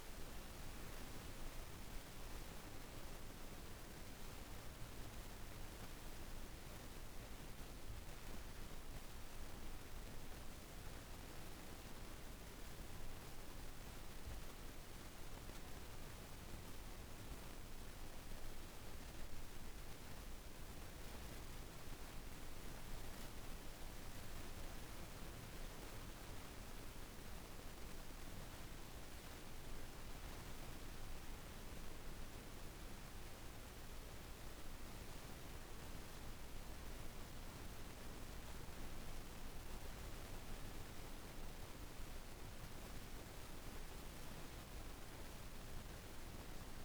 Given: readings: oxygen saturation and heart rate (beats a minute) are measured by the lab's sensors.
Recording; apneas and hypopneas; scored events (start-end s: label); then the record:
breathing in sleep, hard to hear, by a room microphone; none
none scored
From the record:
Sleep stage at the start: N2 (light sleep); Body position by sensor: on the right side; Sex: female